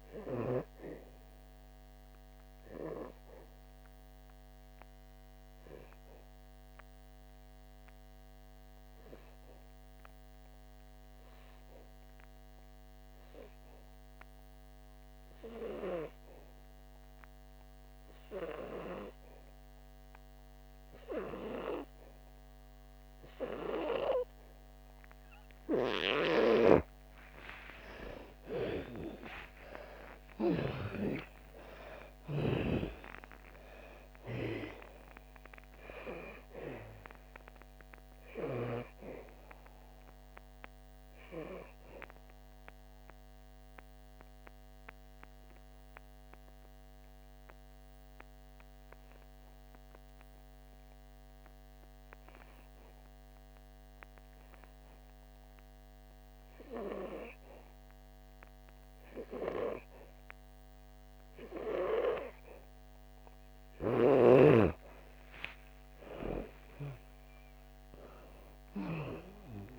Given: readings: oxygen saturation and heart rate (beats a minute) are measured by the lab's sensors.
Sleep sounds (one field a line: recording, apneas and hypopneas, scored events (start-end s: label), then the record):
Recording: breathing in sleep by a microphone on the trachea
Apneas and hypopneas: 2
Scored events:
0.00-26.00 s: oxygen desaturation (device-marked, oxygen 86% lowest, heart rate 55 extreme)
1.50-27.50 s: obstructive apnea (oxygen 99% before, 86% lowest, heart rate 62 before, 55 extreme, up 10 after)
28.50-33.00 s: arousal
38.00-62.00 s: oxygen desaturation (device-marked, oxygen 97% before, 86% lowest, heart rate 65 before, 55 extreme)
38.50-64.50 s: obstructive apnea (oxygen 97% before, 86% lowest, heart rate 65 before, 55 extreme, up 13 after)
65.50-69.00 s: arousal
From the record:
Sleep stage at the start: N2 (light sleep)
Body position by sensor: on the back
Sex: female